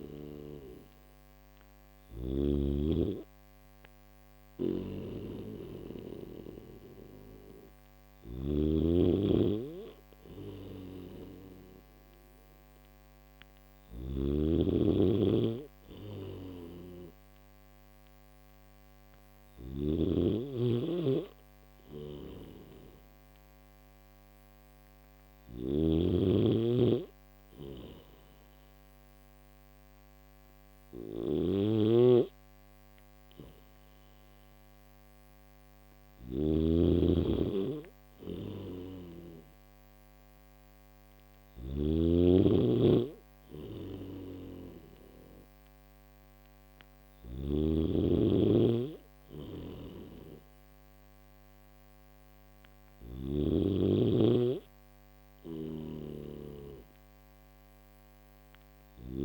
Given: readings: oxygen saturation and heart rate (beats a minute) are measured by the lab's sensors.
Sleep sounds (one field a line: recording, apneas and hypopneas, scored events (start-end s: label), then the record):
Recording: breathing in sleep by a microphone on the trachea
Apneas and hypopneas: none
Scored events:
0.00-2.00 s: snoring (device-marked)
4.00-47.00 s: snoring (device-marked)
49.00-53.00 s: snoring (device-marked)
55.00-59.00 s: snoring (device-marked)
From the record:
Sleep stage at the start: N3 (deep sleep)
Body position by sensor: on the back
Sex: male